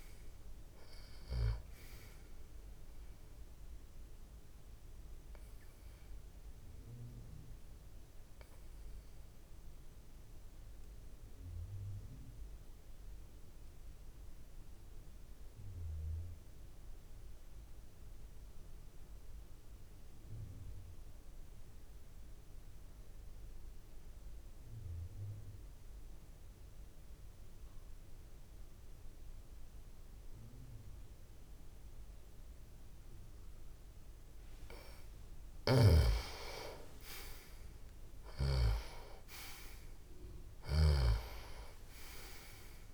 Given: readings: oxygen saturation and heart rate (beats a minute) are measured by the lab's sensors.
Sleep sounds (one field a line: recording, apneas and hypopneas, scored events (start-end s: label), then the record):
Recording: breathing in sleep by a room microphone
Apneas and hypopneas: 1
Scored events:
0.00-20.00 s: oxygen desaturation (device-marked, oxygen 89% lowest)
3.00-34.00 s: obstructive apnea (oxygen 98% before, 89% lowest)
34.00-42.94 s: oxygen desaturation (device-marked, oxygen 98% before, 90% lowest)
36.50-40.50 s: arousal
40.50-42.94 s: snoring (device-marked)
From the record:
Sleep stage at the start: N2 (light sleep)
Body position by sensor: on the back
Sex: male